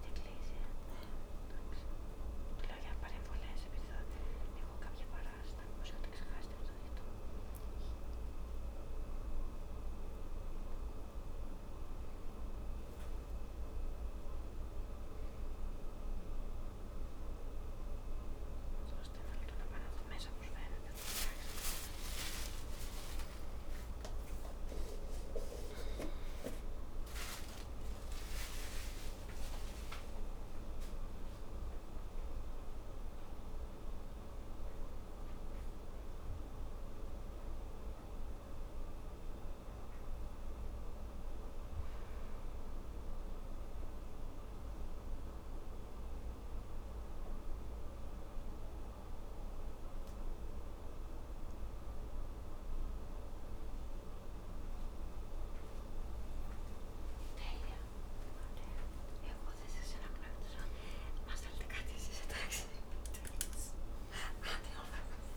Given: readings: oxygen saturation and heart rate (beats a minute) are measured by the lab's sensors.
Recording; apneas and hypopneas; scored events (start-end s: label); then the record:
a person awake in a sleep study, hard to hear, by a room microphone; none
none scored
From the record:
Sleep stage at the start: awake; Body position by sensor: on the back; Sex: female